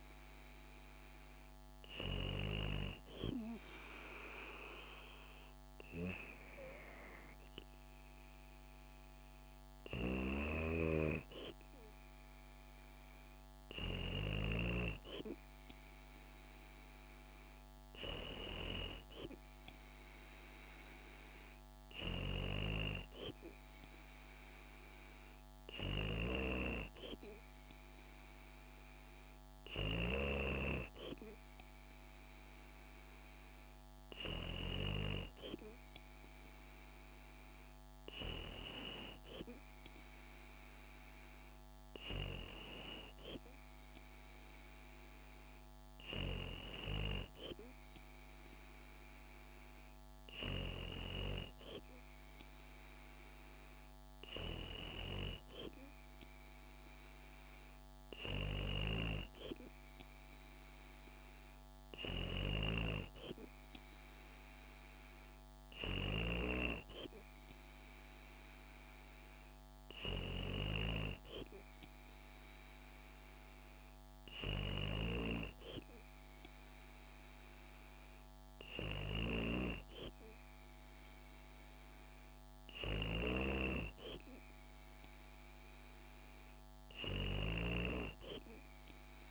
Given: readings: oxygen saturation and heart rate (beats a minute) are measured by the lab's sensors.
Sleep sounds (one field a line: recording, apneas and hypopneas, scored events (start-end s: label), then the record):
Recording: breathing in sleep by a microphone on the trachea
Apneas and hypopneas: none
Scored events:
none scored
From the record:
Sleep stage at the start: N2 (light sleep)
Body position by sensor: on the back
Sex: female